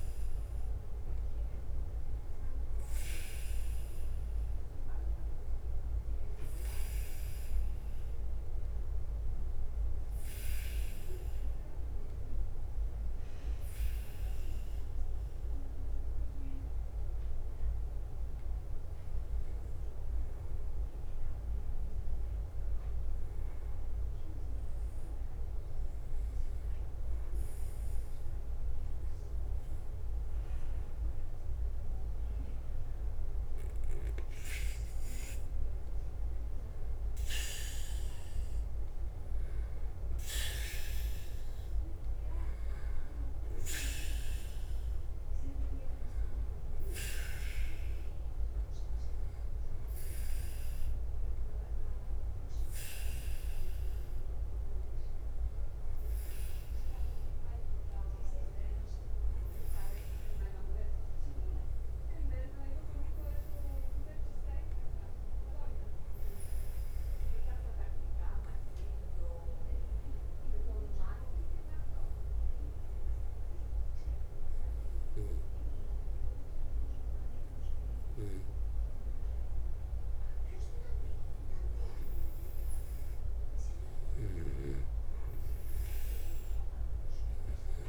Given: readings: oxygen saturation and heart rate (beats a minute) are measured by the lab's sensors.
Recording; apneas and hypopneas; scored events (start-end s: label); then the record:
breathing in sleep by a room microphone; 2
0.00-87.89 s: bradycardia (device-marked, heart rate 45 extreme)
1.00-5.00 s: arousal
6.00-26.00 s: oxygen desaturation (device-marked, oxygen 96% before, 92% lowest, heart rate 53 before, 48 extreme)
13.00-30.50 s: obstructive apnea (oxygen 98% before, 92% lowest, heart rate 51 before, 49 extreme, up 5 after)
33.50-38.00 s: arousal
55.00-73.00 s: oxygen desaturation (device-marked, oxygen 97% before, 94% lowest, heart rate 53 before, 45 extreme)
56.50-83.00 s: obstructive apnea (oxygen 97% before, 91% lowest, heart rate 53 before, 45 extreme, up 9 after)
84.50-87.89 s: snoring (device-marked)
87.00-87.89 s: new sleep stage, N2 (light sleep)
From the record:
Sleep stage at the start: REM sleep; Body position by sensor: on the back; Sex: male